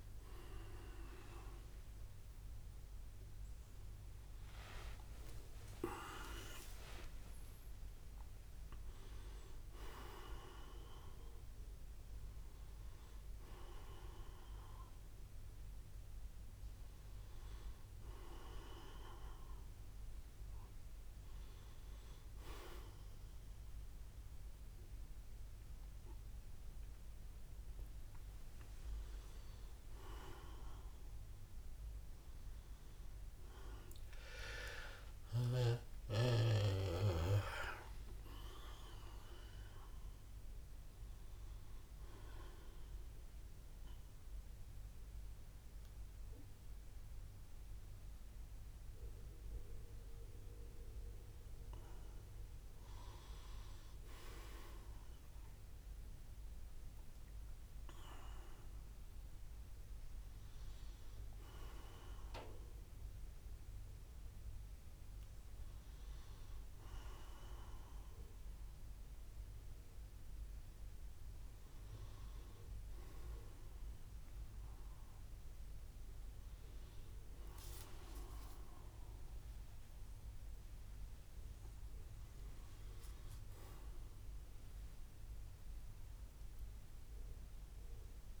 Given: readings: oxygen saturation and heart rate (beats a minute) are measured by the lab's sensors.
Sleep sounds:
a person awake in a sleep study, by a room microphone; none
2.00-4.00 s: long interval between heartbeats (device-marked, heart rate 95 before, 88 extreme)
5.50-7.50 s: long interval between heartbeats (device-marked, heart rate 91 before, 105 extreme)
29.50-31.50 s: long interval between heartbeats (device-marked, heart rate 76 before, 78 extreme)
34.50-36.50 s: long interval between heartbeats (device-marked, heart rate 71 before, 88 extreme)
37.50-39.50 s: long interval between heartbeats (device-marked, heart rate 73 before, 88 extreme)
80.00-82.00 s: long interval between heartbeats (device-marked, heart rate 70 before, 96 extreme)
83.50-85.50 s: long interval between heartbeats (device-marked, heart rate 78 before, 126 extreme)
86.00-88.00 s: long interval between heartbeats (device-marked, heart rate 83 before, 106 extreme)
From the record:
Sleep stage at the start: awake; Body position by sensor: on the back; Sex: male

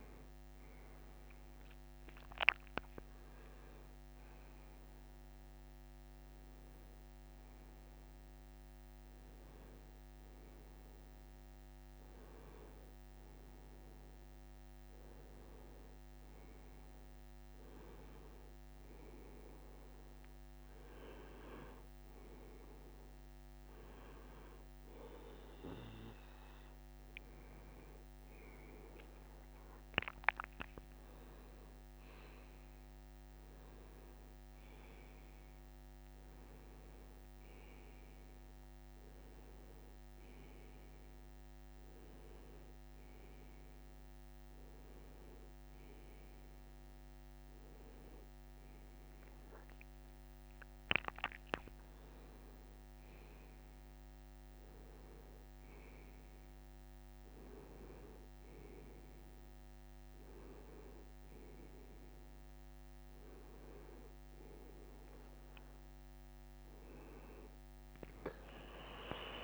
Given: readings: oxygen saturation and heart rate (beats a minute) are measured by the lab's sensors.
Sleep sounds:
a person partly awake in a sleep study, by a microphone on the trachea; none
40.00-69.44 s: new sleep stage, awake
From the record:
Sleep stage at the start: N1 (lightest sleep); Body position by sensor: on the right side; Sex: male

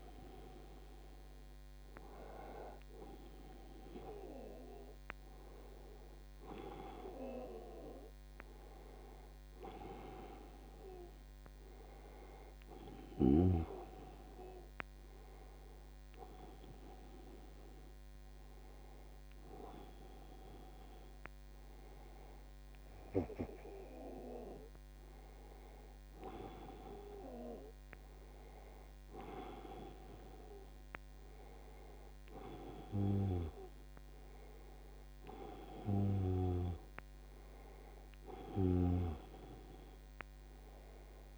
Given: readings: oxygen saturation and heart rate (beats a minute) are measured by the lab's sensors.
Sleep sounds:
breathing in sleep by a microphone on the trachea; none
none scored
From the record:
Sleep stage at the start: N1 (lightest sleep); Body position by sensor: on the back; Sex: male

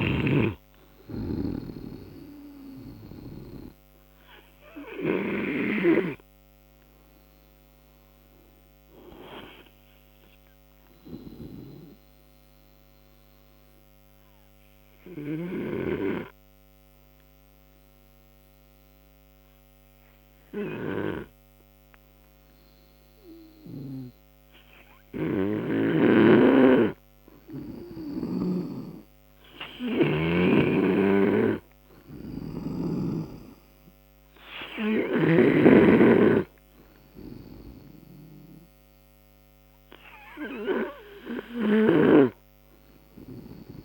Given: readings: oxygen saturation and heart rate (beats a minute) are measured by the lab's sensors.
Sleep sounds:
breathing in sleep by a microphone on the trachea; 1
0.00-2.50 s: arousal
3.00-16.00 s: oxygen desaturation (device-marked, oxygen 96% before, 91% lowest, heart rate 64 before, 61 extreme)
11.50-26.50 s: obstructive apnea (oxygen 96% before, 87% lowest, heart rate 65 before, 61 extreme, up 13 after)
29.00-32.00 s: arousal
29.00-43.85 s: oxygen desaturation (device-marked, oxygen 96% before, 87% lowest, heart rate 67 before, 59 extreme)
30.50-36.00 s: snoring (device-marked)
From the record:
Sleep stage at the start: N2 (light sleep); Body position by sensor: on the right side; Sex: male

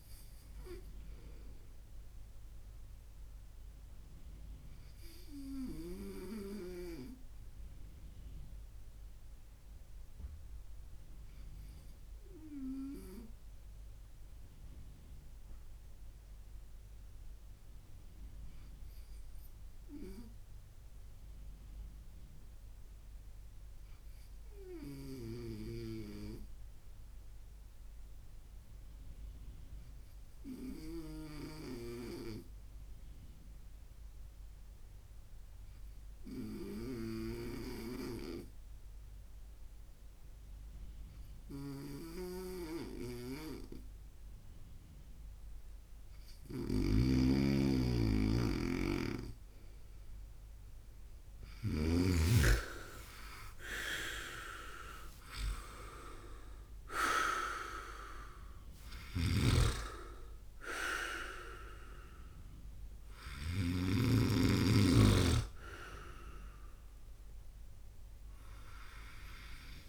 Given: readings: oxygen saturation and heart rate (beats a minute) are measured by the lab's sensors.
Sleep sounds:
breathing in sleep by a room microphone; 1
1.00-46.00 s: obstructive apnea (oxygen 100% before, 96% lowest, heart rate 64 before, 61 extreme, up 23 after)
41.00-51.50 s: snoring (device-marked)
48.50-52.00 s: arousal
58.50-63.00 s: snoring (device-marked)
From the record:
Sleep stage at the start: N2 (light sleep); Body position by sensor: on the right side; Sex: male

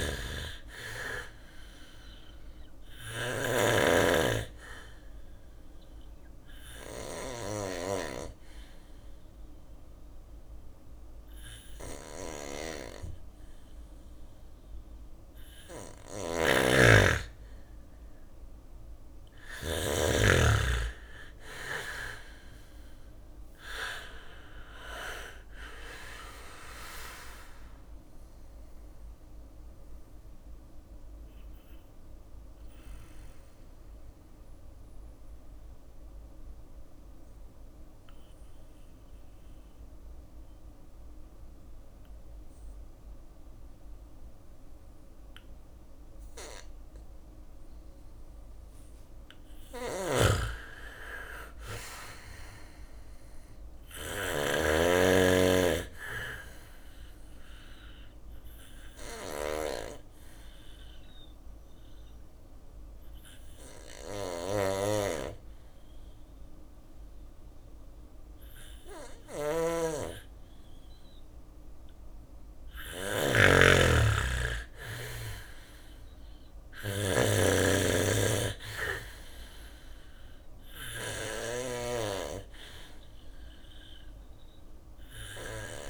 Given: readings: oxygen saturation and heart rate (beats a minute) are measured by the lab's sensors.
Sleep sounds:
breathing in sleep by a room microphone; 3
0.00-2.50 s: snoring (device-marked)
0.00-16.50 s: oxygen desaturation (device-marked, oxygen 93% lowest, heart rate 56 extreme)
1.00-13.50 s: obstructive apnea (oxygen 98% before, 93% lowest, heart rate 61 before, 56 extreme, up 4 after)
2.50-12.50 s: bradycardia (device-marked, heart rate 61 before, 58 extreme)
15.00-18.50 s: snoring (device-marked)
16.50-21.00 s: arousal
23.50-35.50 s: oxygen desaturation (device-marked, oxygen 97% before, 93% lowest, heart rate 60 before, 56 extreme)
23.50-37.50 s: drop in pulse transit time (device-marked, heart rate 60 before, 56 extreme)
25.50-46.50 s: bradycardia (device-marked, heart rate 61 before, 56 extreme)
26.50-47.00 s: obstructive apnea (oxygen 97% before, 93% lowest, heart rate 60 before, 56 extreme, up 3 after)
48.00-51.00 s: arousal
48.50-53.50 s: snoring (device-marked)
52.50-65.50 s: bradycardia (device-marked, heart rate 61 before, 57 extreme)
56.50-69.00 s: obstructive apnea (oxygen 99% before, 93% lowest, heart rate 59 before, 58 extreme, up 5 after)
62.50-74.50 s: oxygen desaturation (device-marked, oxygen 99% before, 94% lowest, heart rate 59 before, 58 extreme)
68.00-76.00 s: snoring (device-marked)
71.50-75.50 s: arousal
79.50-85.90 s: bradycardia (device-marked, heart rate 61 before, 58 extreme)
83.50-85.90 s: oxygen desaturation (device-marked, oxygen 98% before, 93% lowest, heart rate 60 before, 59 extreme)
From the record:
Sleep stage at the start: N2 (light sleep); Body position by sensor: on the back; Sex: male

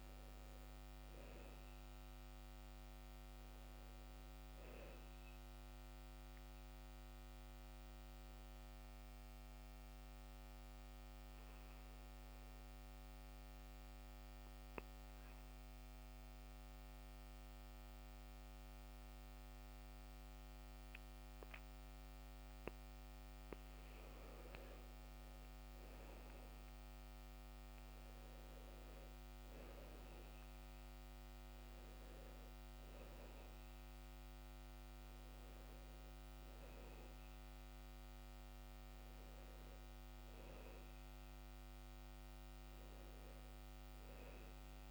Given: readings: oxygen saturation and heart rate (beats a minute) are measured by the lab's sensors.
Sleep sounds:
breathing in sleep, hard to hear, by a microphone on the trachea; 1
0.00-18.00 s: oxygen desaturation (device-marked, oxygen 90% lowest, heart rate 61 extreme)
6.00-23.50 s: obstructive apnea (oxygen 98% before, 90% lowest, heart rate 70 before, 61 extreme, up 9 after)
25.00-29.00 s: arousal
27.00-44.90 s: new sleep stage, N2 (light sleep)
42.00-44.90 s: oxygen desaturation (device-marked, oxygen 96% before, 92% lowest, heart rate 68 before, 64 extreme)
From the record:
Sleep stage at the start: REM sleep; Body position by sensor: on the back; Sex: male

